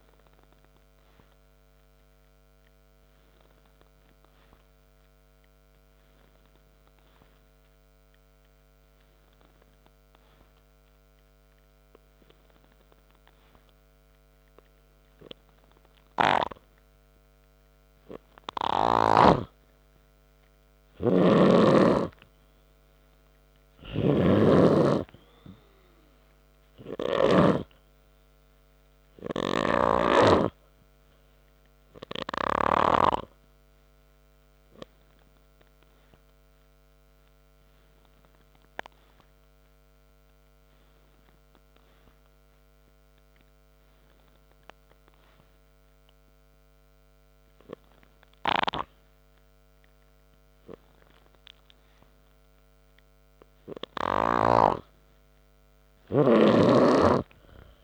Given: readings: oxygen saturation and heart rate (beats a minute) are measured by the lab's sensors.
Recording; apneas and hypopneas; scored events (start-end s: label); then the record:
breathing in sleep by a microphone on the trachea; 2
2.00-15.50 s: obstructive apnea (oxygen 98% before, 92% lowest, heart rate 63 before, 59 extreme, up 3 after)
2.50-7.50 s: oxygen desaturation (device-marked, oxygen 99% before, 96% lowest, heart rate 63 before, 59 extreme)
17.50-21.50 s: arousal
20.50-39.50 s: oxygen desaturation (device-marked, oxygen 98% before, 93% lowest, heart rate 64 before, 58 extreme)
24.50-31.00 s: snoring (device-marked)
36.00-49.00 s: obstructive apnea (oxygen 98% before, 92% lowest, heart rate 65 before, 58 extreme, up 0 after)
52.00-55.00 s: arousal
52.50-57.84 s: oxygen desaturation (device-marked, oxygen 97% before, 92% lowest, heart rate 65 before, 59 extreme)
From the record:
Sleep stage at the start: N3 (deep sleep); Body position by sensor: on the back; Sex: male